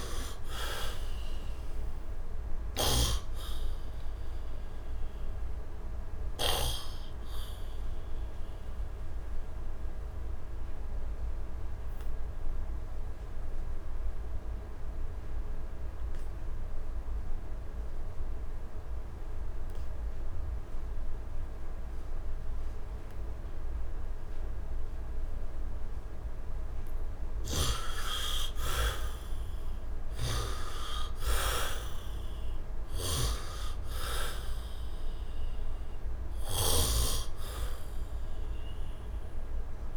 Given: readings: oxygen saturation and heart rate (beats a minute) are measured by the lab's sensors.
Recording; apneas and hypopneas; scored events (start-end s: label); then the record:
breathing in sleep by a room microphone; 1
0.00-21.50 s: oxygen desaturation (device-marked, oxygen 51% lowest, heart rate 71 extreme)
2.00-26.00 s: obstructive apnea (oxygen 90% before, 51% lowest, heart rate 81 before, 71 extreme, up 13 after)
23.50-39.97 s: oxygen desaturation (device-marked, oxygen 99% before, 60% lowest, heart rate 76 before, 71 extreme)
27.00-32.00 s: arousal
27.00-36.50 s: snoring (device-marked)
From the record:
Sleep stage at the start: N2 (light sleep); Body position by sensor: on the back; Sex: male